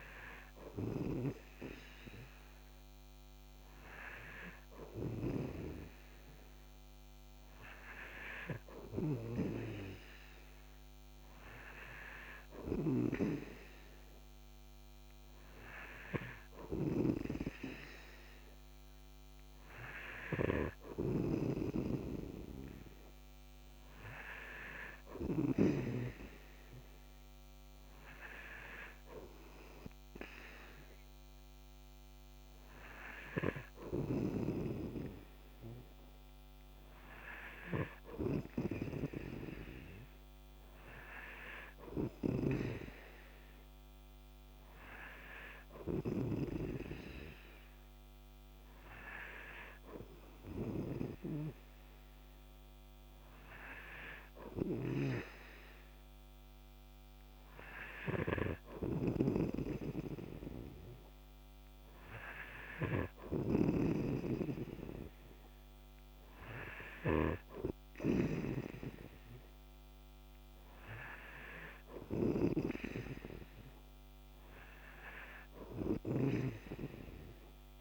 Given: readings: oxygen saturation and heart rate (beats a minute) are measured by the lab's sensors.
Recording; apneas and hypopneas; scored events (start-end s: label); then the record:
breathing in sleep by a microphone on the trachea; none
0.00-1.50 s: snoring (device-marked)
9.00-26.00 s: snoring (device-marked)
34.00-46.50 s: snoring (device-marked)
55.00-76.50 s: snoring (device-marked)
From the record:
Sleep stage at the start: N3 (deep sleep); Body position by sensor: on the right side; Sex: male